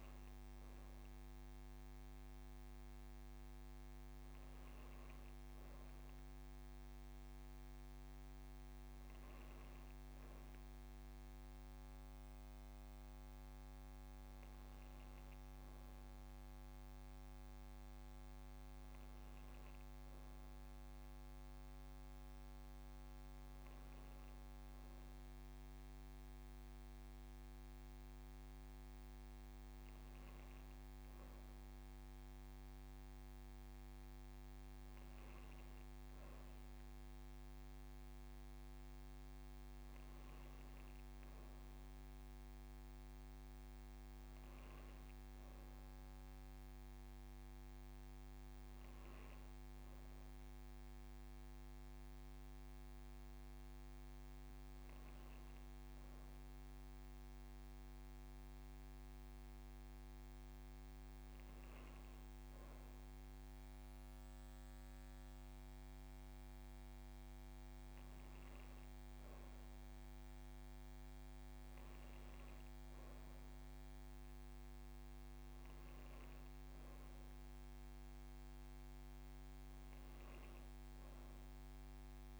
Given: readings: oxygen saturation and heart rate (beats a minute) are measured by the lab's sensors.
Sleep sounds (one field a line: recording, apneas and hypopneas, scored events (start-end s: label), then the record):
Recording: breathing in sleep, hard to hear, by a microphone on the trachea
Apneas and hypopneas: none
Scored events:
10.50-12.50 s: long interval between heartbeats (device-marked)
14.50-16.50 s: long interval between heartbeats (device-marked, heart rate 30 before, 78 extreme)
17.00-19.00 s: long interval between heartbeats (device-marked, heart rate 42 before, 79 extreme)
21.00-23.00 s: long interval between heartbeats (device-marked, heart rate 62 before, 118 extreme)
21.00-25.50 s: arousal
23.50-25.50 s: long interval between heartbeats (device-marked, heart rate 74 before, 113 extreme)
31.00-33.00 s: long interval between heartbeats (device-marked, heart rate 93 before, 94 extreme)
35.50-37.50 s: long interval between heartbeats (device-marked, heart rate 96 before, 135 extreme)
43.00-45.00 s: long interval between heartbeats (device-marked, heart rate 92 before, 41 extreme)
46.00-48.00 s: long interval between heartbeats (device-marked, heart rate 84 before, 82 extreme)
49.00-51.00 s: long interval between heartbeats (device-marked, heart rate 90 before, 117 extreme)
52.00-54.00 s: long interval between heartbeats (device-marked, heart rate 96 before, 103 extreme)
54.50-56.50 s: long interval between heartbeats (device-marked, heart rate 97 before, 115 extreme)
78.00-80.00 s: long interval between heartbeats (device-marked)
80.00-82.40 s: new sleep stage, awake
From the record:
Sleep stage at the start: N1 (lightest sleep)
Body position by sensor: on the back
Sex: female